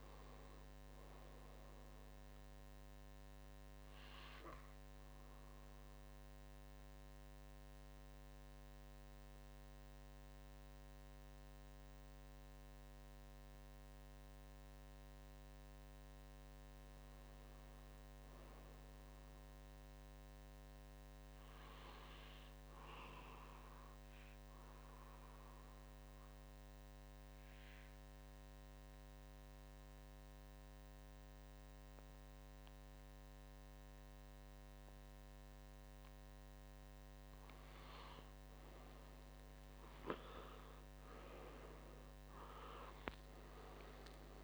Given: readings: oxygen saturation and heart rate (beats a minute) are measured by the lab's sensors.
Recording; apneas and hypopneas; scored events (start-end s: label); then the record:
breathing in sleep by a microphone on the trachea; 2
0.00-2.00 s: oxygen desaturation (device-marked, oxygen 92% lowest, heart rate 53 extreme)
6.00-16.00 s: central apnea (oxygen 97% before, 92% lowest, heart rate 73 before, 56 extreme, up 11 after)
17.50-20.50 s: arousal
25.00-37.00 s: central apnea (oxygen 99% before, 93% lowest, heart rate 59 before, 58 extreme, up 14 after)
39.50-44.00 s: arousal
43.00-44.44 s: oxygen desaturation (device-marked, oxygen 97% before, 93% lowest, heart rate 61 before, 60 extreme)
From the record:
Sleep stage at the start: N2 (light sleep); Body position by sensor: on the back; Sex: male